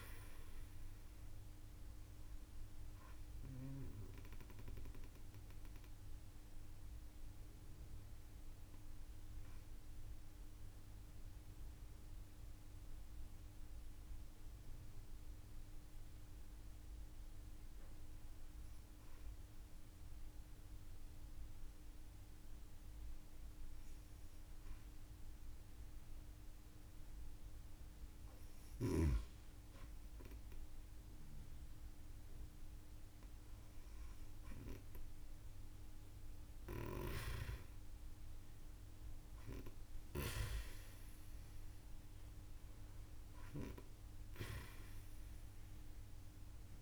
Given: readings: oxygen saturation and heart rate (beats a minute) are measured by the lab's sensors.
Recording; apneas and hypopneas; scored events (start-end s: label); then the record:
breathing in sleep by a room microphone; 1
2.50-18.00 s: hypopnea (oxygen 95% before, 93% lowest)
20.00-23.00 s: arousal
39.00-43.00 s: arousal
40.00-42.00 s: long interval between heartbeats (device-marked)
From the record:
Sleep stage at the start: N2 (light sleep); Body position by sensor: on the right side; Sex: female